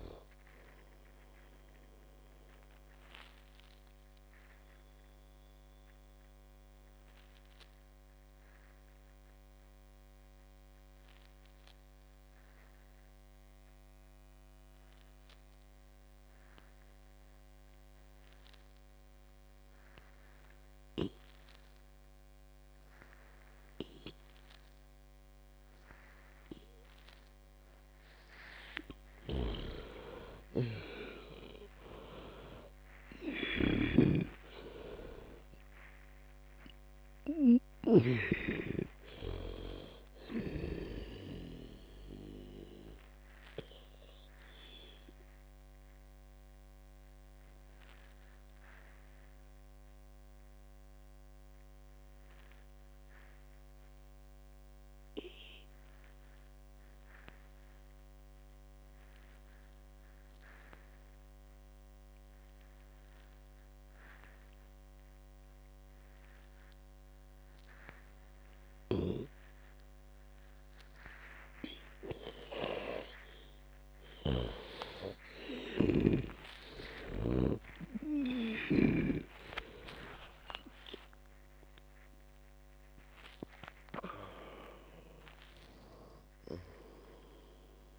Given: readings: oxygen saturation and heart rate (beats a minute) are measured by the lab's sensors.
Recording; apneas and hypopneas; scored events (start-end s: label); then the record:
breathing in sleep by a microphone on the trachea; 2
0.00-11.50 s: oxygen desaturation (device-marked, oxygen 87% lowest, heart rate 53 extreme)
2.50-28.50 s: obstructive apnea (oxygen 97% before, 87% lowest, heart rate 83 before, 53 extreme, up 22 after)
30.00-39.00 s: snoring (device-marked)
30.50-33.50 s: arousal
30.50-56.50 s: oxygen desaturation (device-marked, oxygen 98% before, 91% lowest, heart rate 59 before, 52 extreme)
42.50-73.50 s: obstructive apnea (oxygen 99% before, 91% lowest, heart rate 72 before, 52 extreme)
69.50-78.00 s: snoring (device-marked)
74.50-87.99 s: oxygen desaturation (device-marked, oxygen 98% before, 92% lowest, heart rate 61 before, 52 extreme)
76.00-81.50 s: arousal
From the record:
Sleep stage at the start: N2 (light sleep); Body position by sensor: on the back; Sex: female